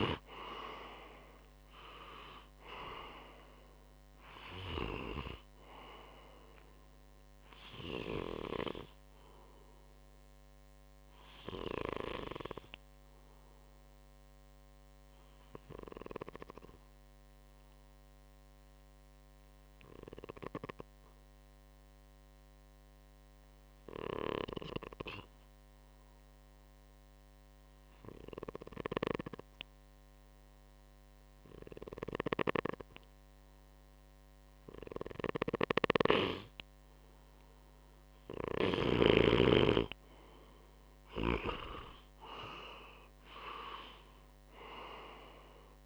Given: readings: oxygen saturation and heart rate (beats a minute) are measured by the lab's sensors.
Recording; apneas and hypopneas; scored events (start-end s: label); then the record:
breathing in sleep by a microphone on the trachea; 1
0.00-2.50 s: arousal
0.00-25.50 s: oxygen desaturation (device-marked, oxygen 94% lowest, heart rate 58 extreme)
9.50-36.50 s: obstructive apnea (oxygen 98% before, 94% lowest, heart rate 64 before, 58 extreme, up 5 after)
34.50-45.86 s: oxygen desaturation (device-marked, oxygen 98% before, 94% lowest, heart rate 60 before, 60 extreme)
38.50-42.00 s: arousal
From the record:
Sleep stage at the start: N2 (light sleep); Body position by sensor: on the right side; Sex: male